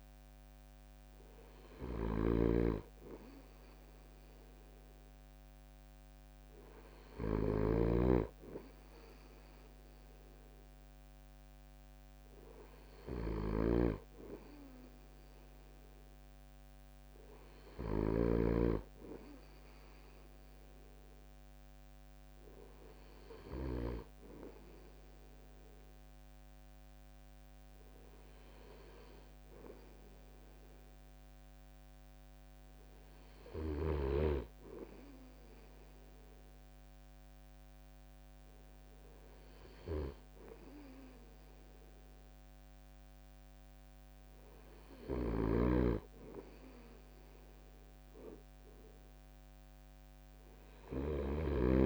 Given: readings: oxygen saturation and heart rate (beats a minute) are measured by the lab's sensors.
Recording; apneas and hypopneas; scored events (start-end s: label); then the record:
breathing in sleep by a microphone on the trachea; none
0.00-23.50 s: snoring (device-marked)
44.50-51.85 s: snoring (device-marked)
From the record:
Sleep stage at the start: N2 (light sleep); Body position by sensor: on the right side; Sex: male